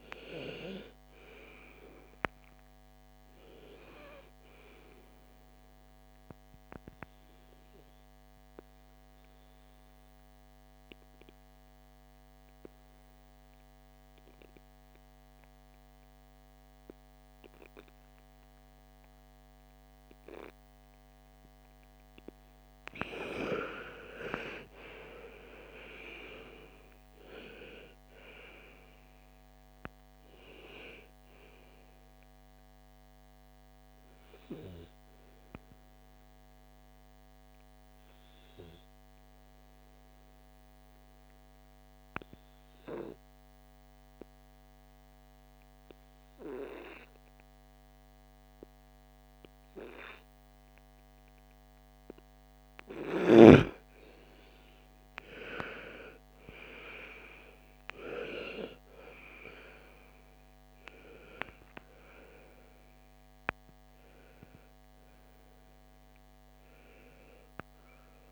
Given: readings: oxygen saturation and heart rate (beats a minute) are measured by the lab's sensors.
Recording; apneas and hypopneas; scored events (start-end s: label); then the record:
breathing in sleep by a microphone on the trachea; 2
0.00-6.50 s: oxygen desaturation (device-marked, oxygen 84% lowest, heart rate 50 extreme)
7.50-21.00 s: obstructive apnea (oxygen 98% before, 90% lowest, heart rate 66 before, 50 extreme, up 5 after)
23.00-27.50 s: arousal
26.50-47.50 s: oxygen desaturation (device-marked, oxygen 98% before, 90% lowest, heart rate 57 before, 55 extreme)
39.50-53.00 s: obstructive apnea (oxygen 98% before, 90% lowest, heart rate 60 before, 57 extreme, up 15 after)
55.00-58.50 s: arousal
57.50-68.32 s: oxygen desaturation (device-marked, oxygen 99% before, 90% lowest, heart rate 58 before, 59 extreme)
From the record:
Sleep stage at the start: N2 (light sleep); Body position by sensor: on the front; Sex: female